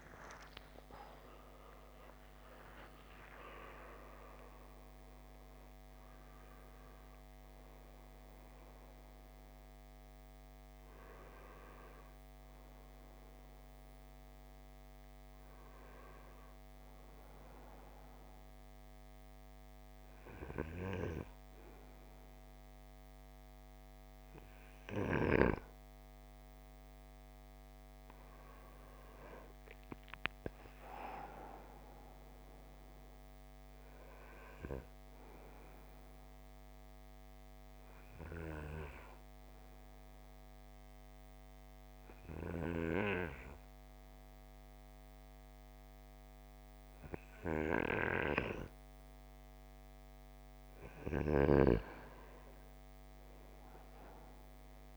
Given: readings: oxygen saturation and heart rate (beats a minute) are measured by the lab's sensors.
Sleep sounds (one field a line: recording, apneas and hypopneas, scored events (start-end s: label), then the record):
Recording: breathing in sleep by a microphone on the trachea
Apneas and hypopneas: 1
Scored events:
0.00-2.50 s: arousal
0.00-26.50 s: oxygen desaturation (device-marked, oxygen 84% lowest, heart rate 53 extreme)
28.00-31.50 s: arousal
35.00-48.00 s: obstructive apnea (oxygen 98% before, 92% lowest, heart rate 57 before, 53 extreme, up 6 after)
53.00-54.97 s: arousal
From the record:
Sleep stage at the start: N2 (light sleep)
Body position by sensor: on the right side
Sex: male